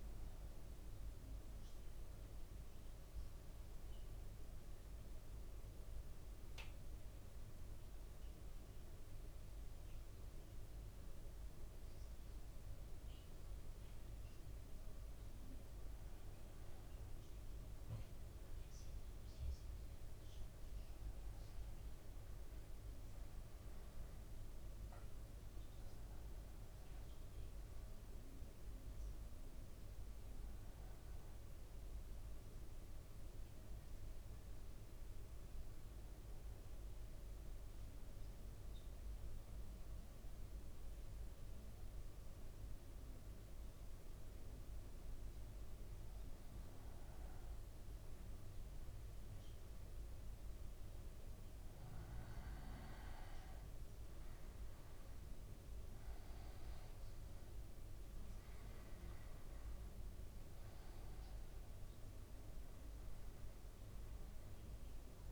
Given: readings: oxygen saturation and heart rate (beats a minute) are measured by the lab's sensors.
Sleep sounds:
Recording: breathing in sleep, hard to hear, by a room microphone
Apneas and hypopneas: 2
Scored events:
1.50-14.50 s: central apnea (oxygen 98% before, 94% lowest, heart rate 56 before, 52 extreme, up 5 after)
18.00-23.00 s: arousal
35.50-51.00 s: obstructive apnea (oxygen 98% before, 94% lowest, heart rate 56 before, 53 extreme, up 5 after)
53.00-58.00 s: arousal
57.50-65.32 s: oxygen desaturation (device-marked, oxygen 97% before, 94% lowest, heart rate 55 before, 53 extreme)
From the record:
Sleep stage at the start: N2 (light sleep)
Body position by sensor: on the back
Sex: male

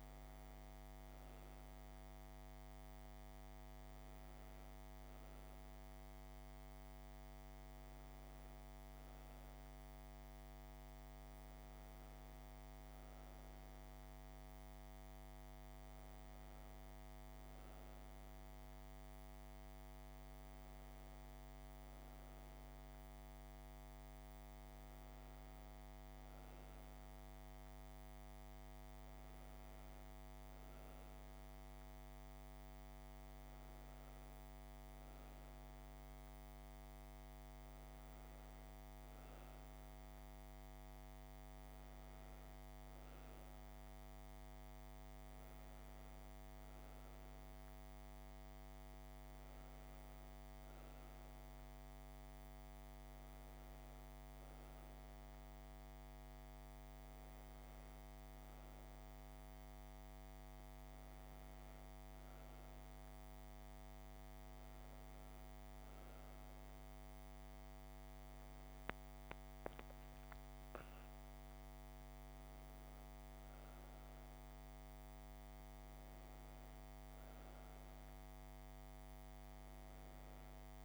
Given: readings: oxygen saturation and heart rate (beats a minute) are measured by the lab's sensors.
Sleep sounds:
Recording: a person awake in a sleep study, hard to hear, by a microphone on the trachea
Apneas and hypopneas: none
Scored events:
none scored
From the record:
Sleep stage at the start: awake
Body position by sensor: on the back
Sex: female

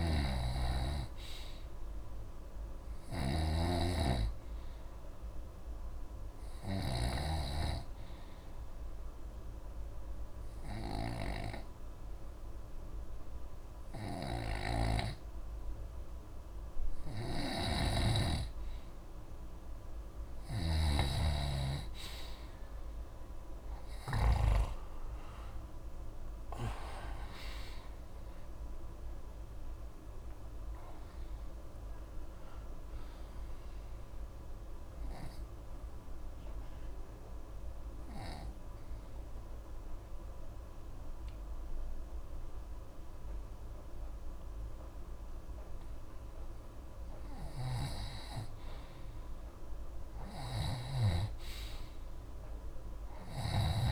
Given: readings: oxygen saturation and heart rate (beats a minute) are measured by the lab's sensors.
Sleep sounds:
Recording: breathing in sleep by a room microphone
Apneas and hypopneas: 2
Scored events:
0.00-1.50 s: arousal
0.00-24.50 s: snoring (device-marked)
8.50-19.00 s: obstructive apnea (oxygen 95% before, 87% lowest, heart rate 81 before, 55 extreme)
24.50-43.50 s: oxygen desaturation (device-marked, oxygen 93% before, 87% lowest)
26.50-31.00 s: arousal
34.50-47.00 s: obstructive apnea (oxygen 93% before, 87% lowest)
47.50-53.91 s: snoring (device-marked)
48.50-51.50 s: arousal
From the record:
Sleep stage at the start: N2 (light sleep)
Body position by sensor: on the back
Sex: male

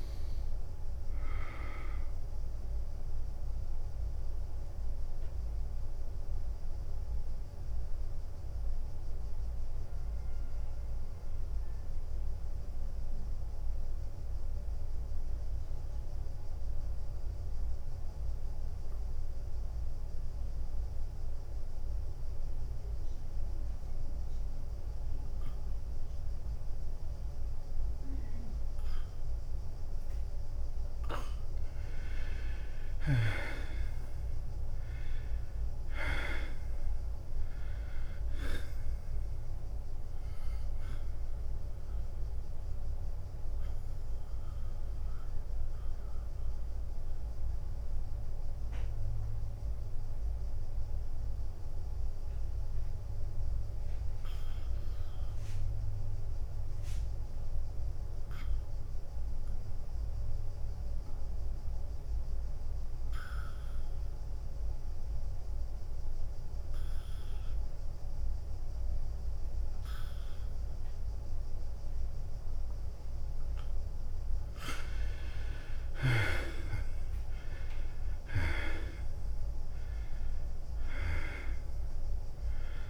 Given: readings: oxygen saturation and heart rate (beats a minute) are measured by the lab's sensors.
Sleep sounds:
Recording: breathing in sleep by a room microphone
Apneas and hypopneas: 2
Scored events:
0.00-5.50 s: drop in pulse transit time (device-marked, heart rate 92 extreme)
0.00-19.50 s: oxygen desaturation (device-marked, oxygen 82% lowest, heart rate 90 extreme)
4.00-31.50 s: mixed apnea (oxygen 98% before, 82% lowest, heart rate 94 before, 90 extreme, up 2 after)
32.50-58.50 s: oxygen desaturation (device-marked, oxygen 98% before, 84% lowest, heart rate 92 before, 91 extreme)
33.00-37.00 s: arousal
35.50-47.50 s: drop in pulse transit time (device-marked, heart rate 92 before, 93 extreme)
44.50-75.50 s: mixed apnea (oxygen 99% before, 78% lowest, heart rate 94 before, 91 extreme, up 4 after)
67.50-82.90 s: oxygen desaturation (device-marked, oxygen 99% before, 78% lowest, heart rate 93 before, 88 extreme)
77.50-82.00 s: arousal
77.50-82.90 s: drop in pulse transit time (device-marked, heart rate 93 before, 94 extreme)
From the record:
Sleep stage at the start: N2 (light sleep)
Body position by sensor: on the back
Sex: male

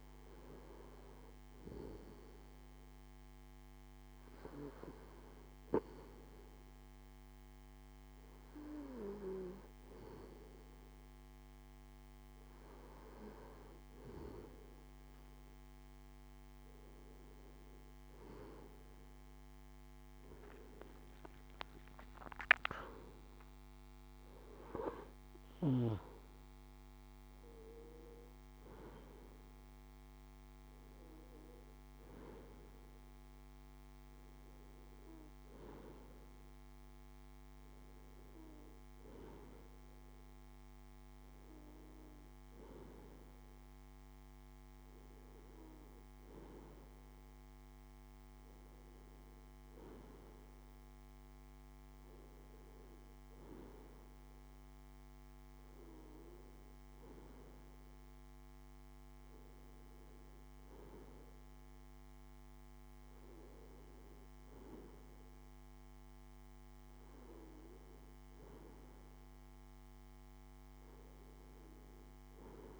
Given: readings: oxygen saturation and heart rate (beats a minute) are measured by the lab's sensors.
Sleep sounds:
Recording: breathing in sleep by a microphone on the trachea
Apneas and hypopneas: none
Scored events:
21.00-25.50 s: arousal
From the record:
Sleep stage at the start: N1 (lightest sleep)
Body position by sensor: on the left side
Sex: male

